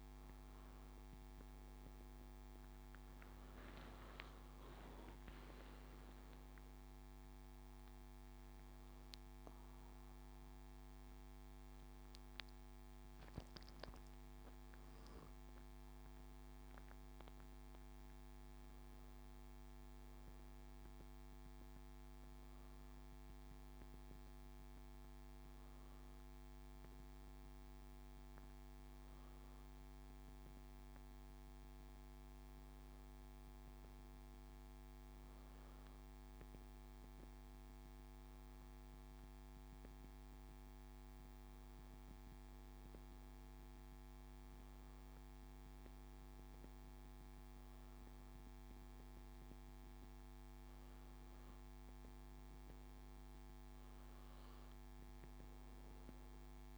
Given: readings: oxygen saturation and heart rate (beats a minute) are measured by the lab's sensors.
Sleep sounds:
breathing in sleep, hard to hear, by a microphone on the trachea; none
5.00-9.00 s: arousal
From the record:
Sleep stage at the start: N2 (light sleep); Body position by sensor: on the back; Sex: male

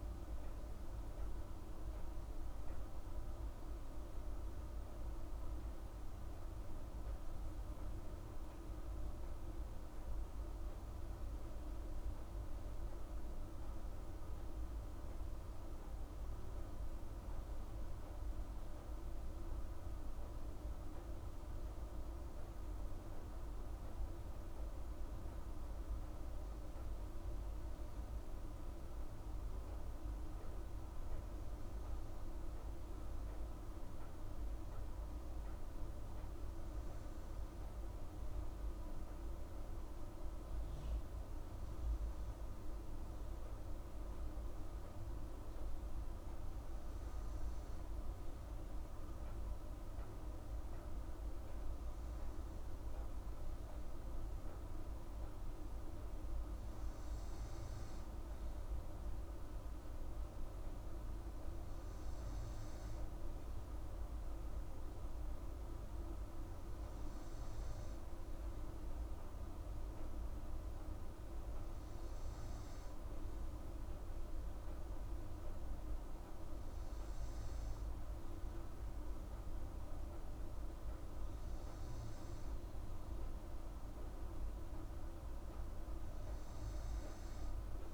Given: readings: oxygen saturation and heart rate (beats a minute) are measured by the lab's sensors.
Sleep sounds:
breathing in sleep, hard to hear, by a room microphone; none
none scored
From the record:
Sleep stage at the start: N3 (deep sleep); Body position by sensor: on the right side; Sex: female

